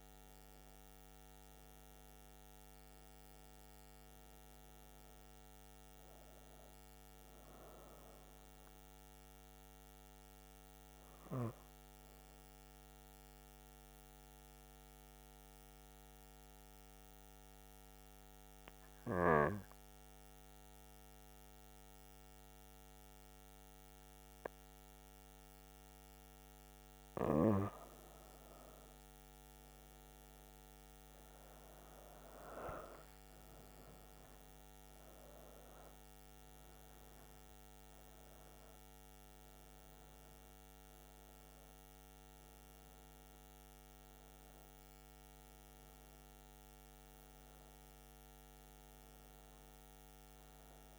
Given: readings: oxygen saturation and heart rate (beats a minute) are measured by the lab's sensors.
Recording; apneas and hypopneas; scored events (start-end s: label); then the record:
breathing in sleep, hard to hear, by a microphone on the trachea; 1
0.00-10.00 s: oxygen desaturation (device-marked, oxygen 93% lowest, heart rate 65 extreme)
12.00-27.00 s: hypopnea (oxygen 98% before, 93% lowest, heart rate 76 before, 65 extreme, up 10 after)
30.00-50.99 s: oxygen desaturation (device-marked, oxygen 97% before, 93% lowest, heart rate 67 before, 64 extreme)
30.50-34.00 s: arousal
From the record:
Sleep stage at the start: N2 (light sleep); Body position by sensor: on the right side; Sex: female